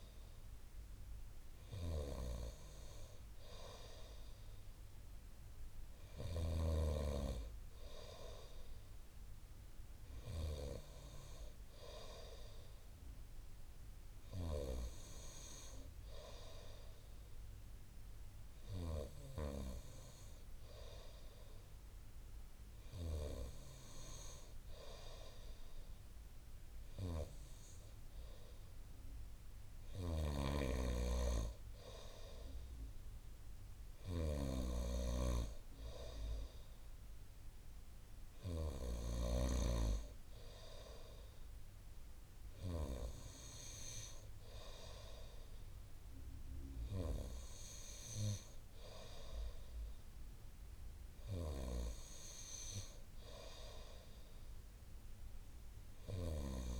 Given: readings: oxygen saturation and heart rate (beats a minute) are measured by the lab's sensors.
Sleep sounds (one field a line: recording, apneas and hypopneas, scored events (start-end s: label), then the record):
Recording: breathing in sleep by a room microphone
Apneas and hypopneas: none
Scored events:
34.00-39.50 s: snoring (device-marked)
From the record:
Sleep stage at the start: N2 (light sleep)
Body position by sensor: on the front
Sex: male